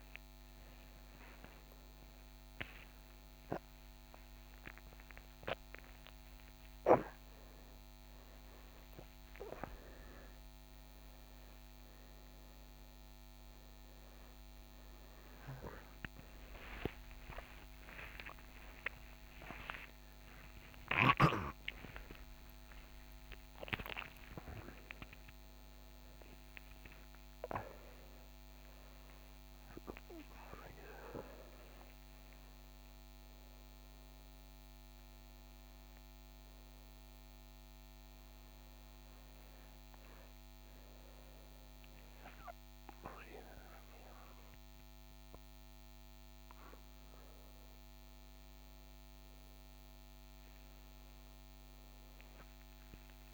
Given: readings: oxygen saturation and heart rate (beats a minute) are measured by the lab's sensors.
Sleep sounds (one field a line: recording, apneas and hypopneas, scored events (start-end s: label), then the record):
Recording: a person awake in a sleep study, by a microphone on the trachea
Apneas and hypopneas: none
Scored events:
none scored
From the record:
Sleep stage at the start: awake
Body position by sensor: on the right side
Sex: male